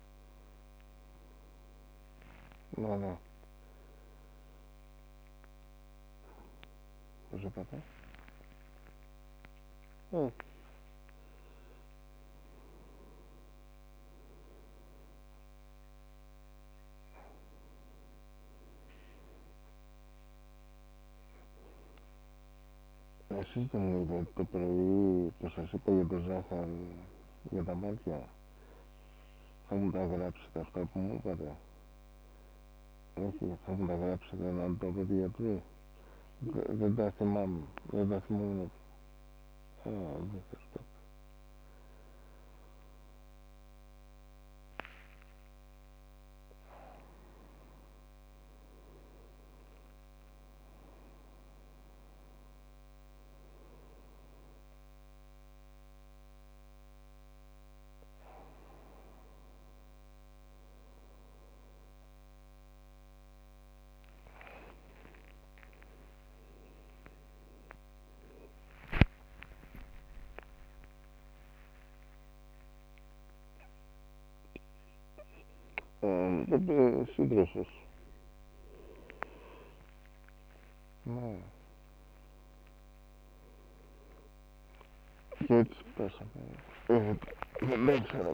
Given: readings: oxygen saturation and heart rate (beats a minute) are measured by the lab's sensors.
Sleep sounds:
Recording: a person awake in a sleep study, by a microphone on the trachea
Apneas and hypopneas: none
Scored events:
65.00-67.00 s: long interval between heartbeats (device-marked, heart rate 72 before, 80 extreme)
66.00-74.00 s: tachycardia (device-marked, heart rate 72 before, 141 extreme)
69.50-71.50 s: long interval between heartbeats (device-marked, heart rate 74 before, 109 extreme)
71.50-73.50 s: long interval between heartbeats (device-marked, heart rate 79 before, 135 extreme)
85.00-88.34 s: tachycardia (device-marked, heart rate 73 before, 146 extreme)
87.00-88.34 s: long interval between heartbeats (device-marked, heart rate 100 before, 90 extreme)
From the record:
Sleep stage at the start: awake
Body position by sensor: on the back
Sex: male

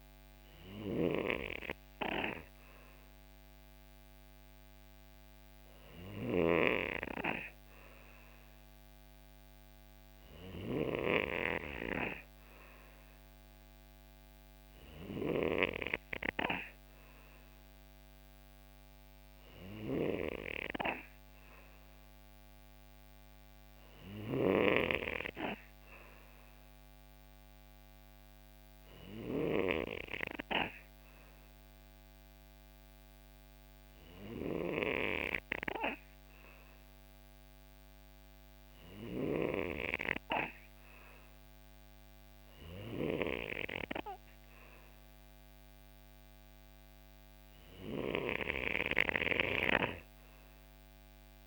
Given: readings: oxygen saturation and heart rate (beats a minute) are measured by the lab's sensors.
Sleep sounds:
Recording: breathing in sleep by a microphone on the trachea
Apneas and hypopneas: none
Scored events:
3.50-51.47 s: new sleep stage, N3 (deep sleep)
From the record:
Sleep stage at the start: N2 (light sleep)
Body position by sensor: on the right side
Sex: male

